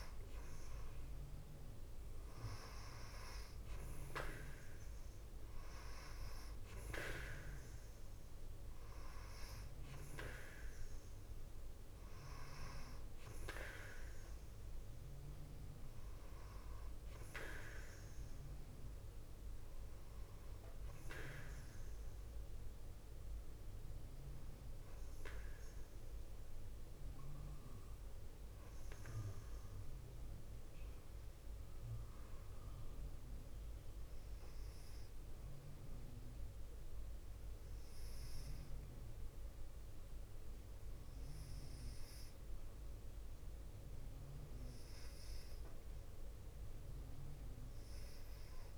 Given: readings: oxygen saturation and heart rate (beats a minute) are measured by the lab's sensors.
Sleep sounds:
breathing in sleep by a room microphone; none
0.00-2.00 s: arousal
17.00-32.00 s: oxygen desaturation (device-marked, oxygen 94% before, 90% lowest, heart rate 59 before, 53 extreme)
From the record:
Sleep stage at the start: N2 (light sleep); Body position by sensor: on the left side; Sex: female

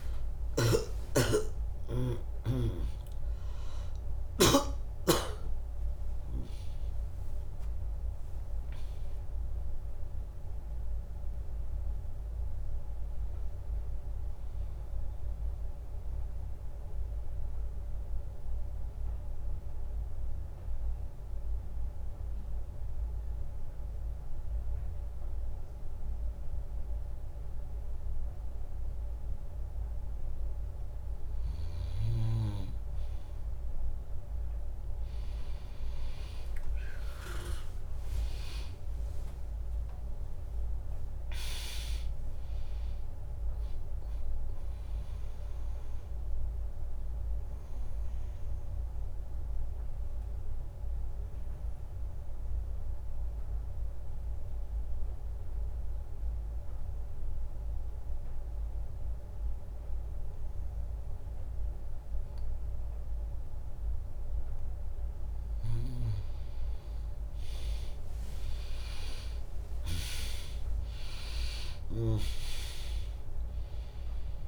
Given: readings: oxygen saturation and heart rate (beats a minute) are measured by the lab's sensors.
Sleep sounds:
breathing in sleep by a room microphone; 2
1.00-15.00 s: drop in pulse transit time (device-marked, heart rate 70 before, 69 extreme)
1.00-24.00 s: oxygen desaturation (device-marked, oxygen 100% before, 96% lowest, heart rate 70 before, 59 extreme)
16.50-31.50 s: obstructive apnea (oxygen 100% before, 96% lowest, heart rate 79 before, 59 extreme, up 4 after)
37.00-41.50 s: arousal
38.00-49.00 s: drop in pulse transit time (device-marked, heart rate 73 before, 68 extreme)
43.00-61.00 s: oxygen desaturation (device-marked, oxygen 100% before, 96% lowest, heart rate 72 before, 62 extreme)
48.00-64.00 s: obstructive apnea (oxygen 100% before, 96% lowest, heart rate 73 before, 62 extreme)
69.50-74.00 s: arousal
70.00-74.48 s: drop in pulse transit time (device-marked, heart rate 65 before, 62 extreme)
From the record:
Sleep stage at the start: N2 (light sleep); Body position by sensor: on the back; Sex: female

